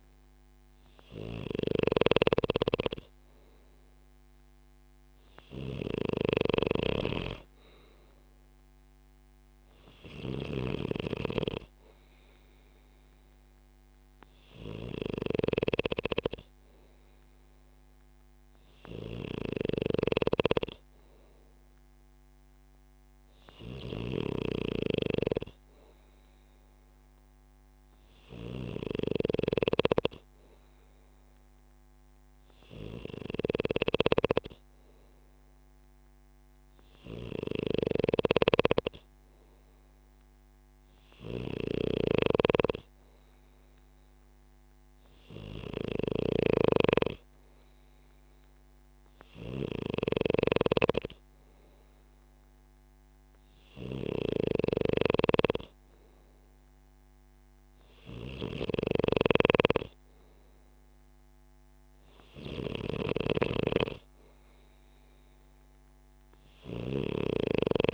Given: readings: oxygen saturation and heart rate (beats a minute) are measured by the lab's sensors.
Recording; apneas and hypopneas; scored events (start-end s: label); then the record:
breathing in sleep by a microphone on the trachea; none
0.00-67.94 s: snoring (device-marked)
From the record:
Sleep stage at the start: N2 (light sleep); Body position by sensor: on the back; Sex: male